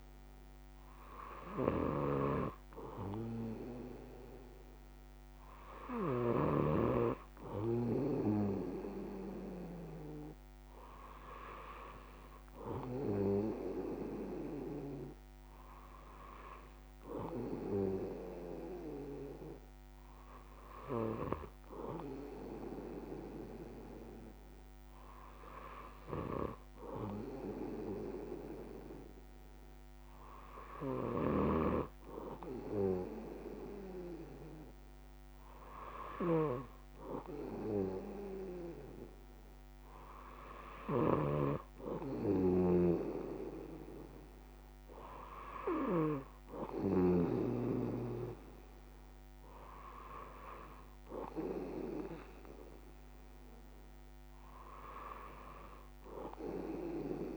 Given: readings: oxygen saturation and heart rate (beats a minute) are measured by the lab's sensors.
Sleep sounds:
breathing in sleep by a microphone on the trachea; none
none scored
From the record:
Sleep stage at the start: N2 (light sleep); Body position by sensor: on the back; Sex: male

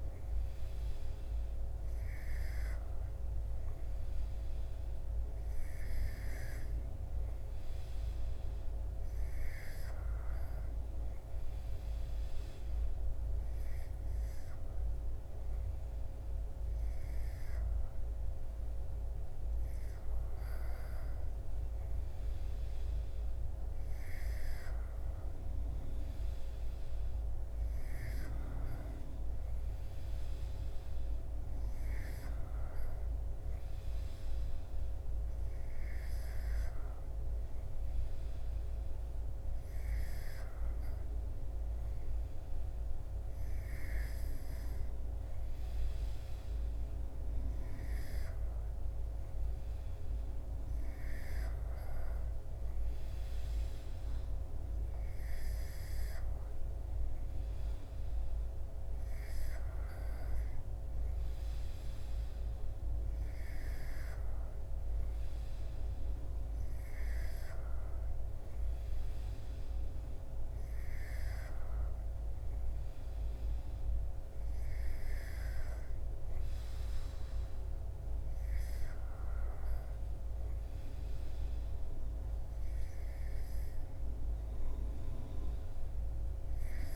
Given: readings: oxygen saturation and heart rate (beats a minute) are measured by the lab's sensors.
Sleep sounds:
breathing in sleep, hard to hear, by a room microphone; none
none scored
From the record:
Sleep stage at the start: N3 (deep sleep); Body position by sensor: on the back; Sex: male

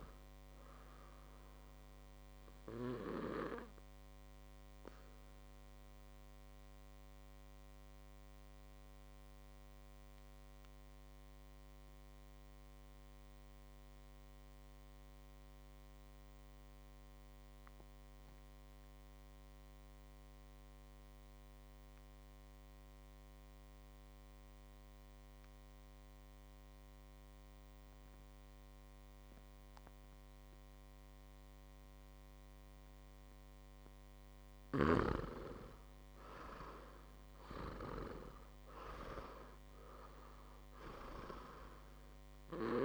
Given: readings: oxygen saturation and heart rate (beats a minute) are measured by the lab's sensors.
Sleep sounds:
breathing in sleep by a microphone on the trachea; 1
0.00-15.50 s: oxygen desaturation (device-marked, oxygen 88% lowest, heart rate 56 extreme)
4.50-33.00 s: obstructive apnea (oxygen 99% before, 88% lowest, heart rate 62 before, 56 extreme, up 7 after)
31.50-42.85 s: oxygen desaturation (device-marked, oxygen 99% before, 88% lowest, heart rate 60 before, 56 extreme)
35.00-39.50 s: arousal
From the record:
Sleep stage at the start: N2 (light sleep); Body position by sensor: on the back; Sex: male

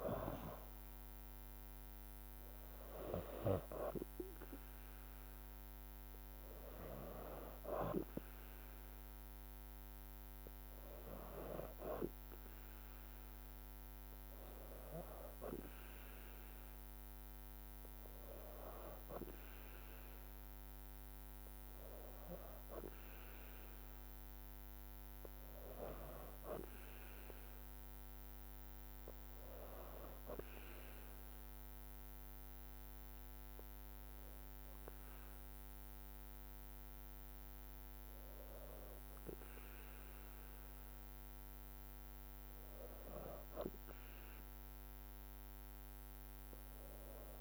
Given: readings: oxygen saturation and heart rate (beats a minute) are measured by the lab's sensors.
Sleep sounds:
breathing in sleep by a microphone on the trachea; none
none scored
From the record:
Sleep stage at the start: N2 (light sleep); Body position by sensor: on the back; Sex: female

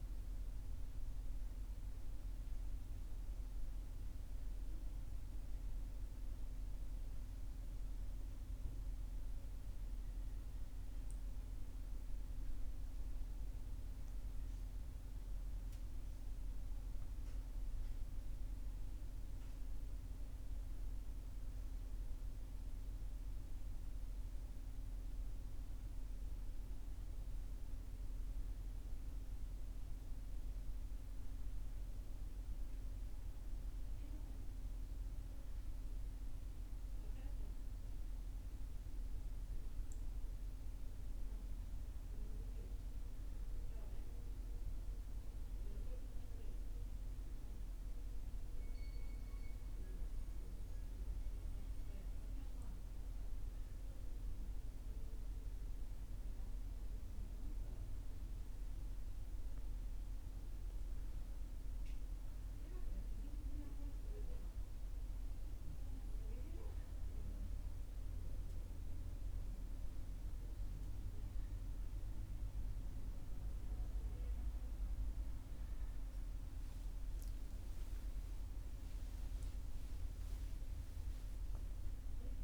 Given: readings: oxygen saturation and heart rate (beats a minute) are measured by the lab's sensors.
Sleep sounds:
breathing in sleep, hard to hear, by a room microphone; none
77.50-82.44 s: arousal
From the record:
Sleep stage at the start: N1 (lightest sleep); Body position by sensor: on the back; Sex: male

